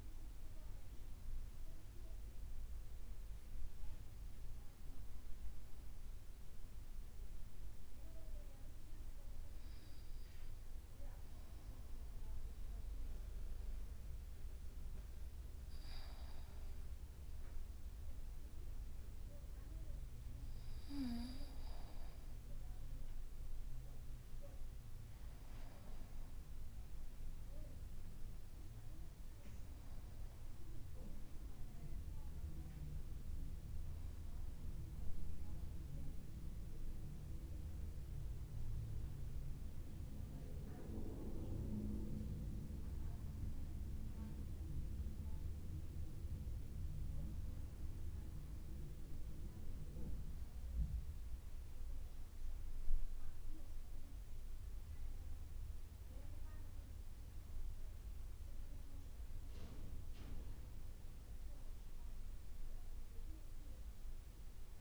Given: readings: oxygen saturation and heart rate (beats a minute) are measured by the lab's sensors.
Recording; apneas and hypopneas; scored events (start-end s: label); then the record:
breathing in sleep by a room microphone; 1
5.50-16.50 s: obstructive apnea (oxygen 95% before, 91% lowest, heart rate 59 before, 53 extreme, up 1 after)
21.00-25.00 s: arousal
From the record:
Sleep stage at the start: N2 (light sleep); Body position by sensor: on the back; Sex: male